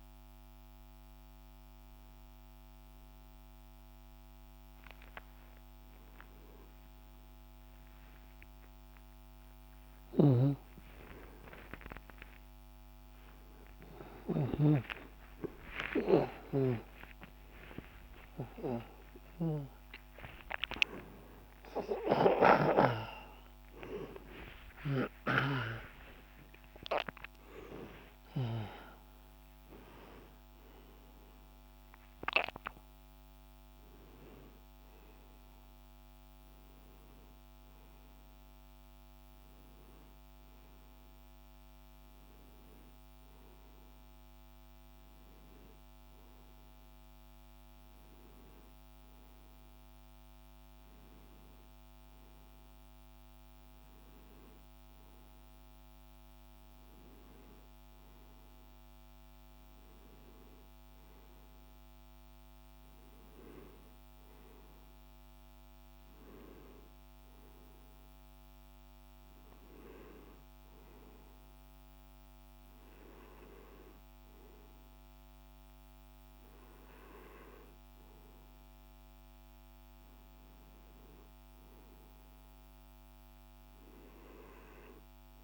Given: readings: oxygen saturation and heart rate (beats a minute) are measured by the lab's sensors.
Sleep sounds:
a person partly awake in a sleep study, by a microphone on the trachea; none
3.50-33.50 s: new sleep stage, awake
26.50-37.50 s: oxygen desaturation (device-marked, oxygen 98% before, 93% lowest, heart rate 100 before, 60 extreme)
33.50-85.44 s: new sleep stage, N1 (lightest sleep)
From the record:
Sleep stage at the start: N2 (light sleep); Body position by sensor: on the back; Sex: male

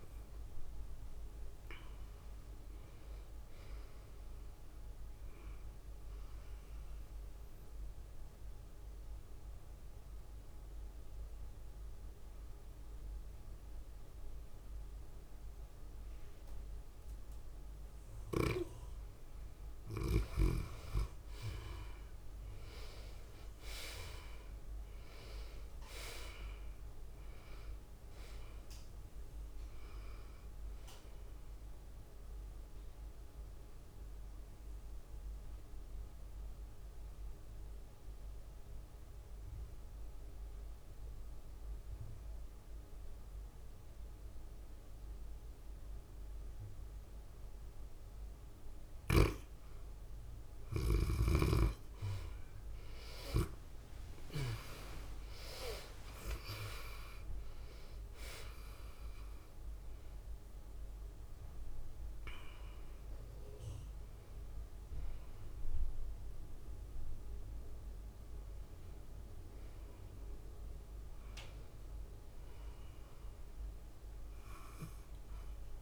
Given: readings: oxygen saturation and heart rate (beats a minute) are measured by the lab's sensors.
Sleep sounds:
breathing in sleep by a room microphone; 2
0.00-1.00 s: arousal
0.00-11.50 s: tachycardia (device-marked, heart rate 129 extreme)
0.50-17.50 s: oxygen desaturation (device-marked, oxygen 96% before, 82% lowest, heart rate 115 before, 98 extreme)
1.50-11.50 s: drop in pulse transit time (device-marked, heart rate 115 before, 103 extreme)
7.50-19.50 s: obstructive apnea (oxygen 96% before, 78% lowest, heart rate 115 before, 98 extreme, up 2 after)
21.00-25.50 s: arousal
23.50-36.50 s: tachycardia (device-marked, heart rate 106 before, 103 extreme)
25.50-43.50 s: oxygen desaturation (device-marked, oxygen 95% before, 81% lowest, heart rate 101 before, 92 extreme)
34.00-49.50 s: mixed apnea (oxygen 95% before, 78% lowest, heart rate 100 before, 92 extreme, up 8 after)
51.00-55.50 s: arousal
51.50-75.82 s: oxygen desaturation (device-marked, oxygen 95% before, 78% lowest, heart rate 98 before, 96 extreme)
55.50-75.82 s: tachycardia (device-marked, heart rate 106 before, 130 extreme)
56.50-70.50 s: drop in pulse transit time (device-marked, heart rate 96 before, 100 extreme)
From the record:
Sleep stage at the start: N2 (light sleep); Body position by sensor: on the back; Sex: female

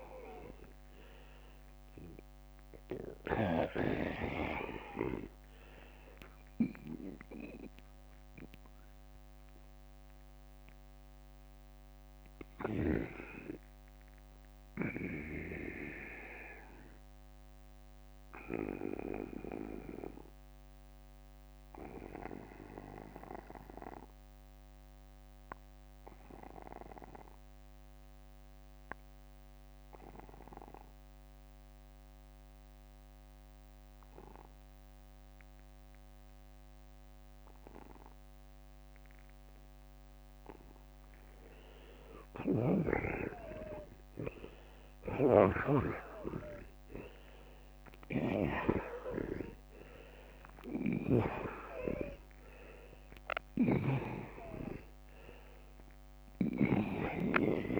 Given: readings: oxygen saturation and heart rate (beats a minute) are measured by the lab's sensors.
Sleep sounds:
breathing in sleep by a microphone on the trachea; 1
0.00-12.00 s: oxygen desaturation (device-marked, oxygen 92% lowest, heart rate 53 extreme)
1.50-3.50 s: long interval between heartbeats (device-marked, heart rate 56 before, 59 extreme)
6.00-40.00 s: obstructive apnea (oxygen 97% before, 84% lowest, heart rate 58 before, 49 extreme, up 4 after)
17.00-35.00 s: oxygen desaturation (device-marked, oxygen 93% before, 85% lowest, heart rate 60 before, 49 extreme)
44.00-49.50 s: arousal
49.50-51.50 s: long interval between heartbeats (device-marked, heart rate 55 before, 59 extreme)
From the record:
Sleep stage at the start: N2 (light sleep); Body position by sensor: on the back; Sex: male

